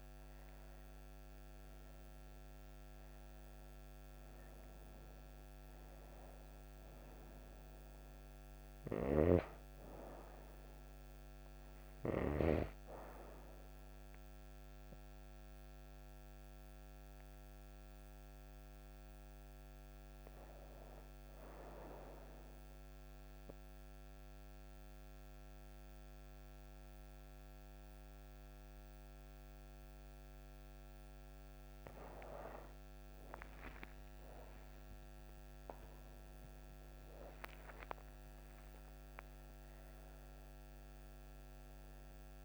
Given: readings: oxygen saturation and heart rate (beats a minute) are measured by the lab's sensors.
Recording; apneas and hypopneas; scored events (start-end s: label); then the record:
breathing in sleep by a microphone on the trachea; 1
21.00-32.00 s: obstructive apnea (oxygen 97% before, 91% lowest)
33.50-38.50 s: arousal
From the record:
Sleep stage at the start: N2 (light sleep); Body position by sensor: on the right side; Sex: female